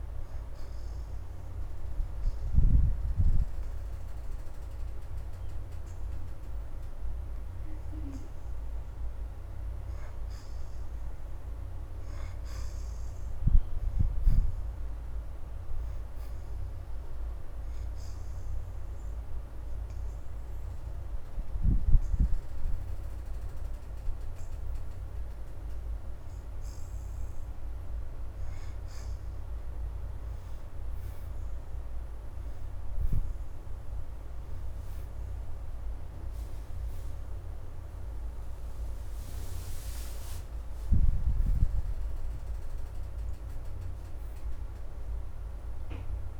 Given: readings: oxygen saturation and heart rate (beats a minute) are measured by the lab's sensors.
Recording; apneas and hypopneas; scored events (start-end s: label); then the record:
breathing in sleep, hard to hear, by a room microphone; 2
0.00-7.00 s: oxygen desaturation (device-marked, oxygen 58% lowest, heart rate 76 extreme)
1.00-11.00 s: hypopnea (oxygen 79% before, 58% lowest, heart rate 81 before, 79 extreme, up 4 after)
12.50-16.00 s: arousal
18.00-28.00 s: obstructive apnea (oxygen 76% before, 59% lowest, heart rate 80 before, 79 extreme, up 4 after)
19.00-32.00 s: oxygen desaturation (device-marked, oxygen 77% before, 61% lowest, heart rate 80 before, 79 extreme)
34.00-46.40 s: oxygen desaturation (device-marked, oxygen 76% before, 59% lowest, heart rate 82 before, 79 extreme)
36.50-42.00 s: arousal
From the record:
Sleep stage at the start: N2 (light sleep); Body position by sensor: on the back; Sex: female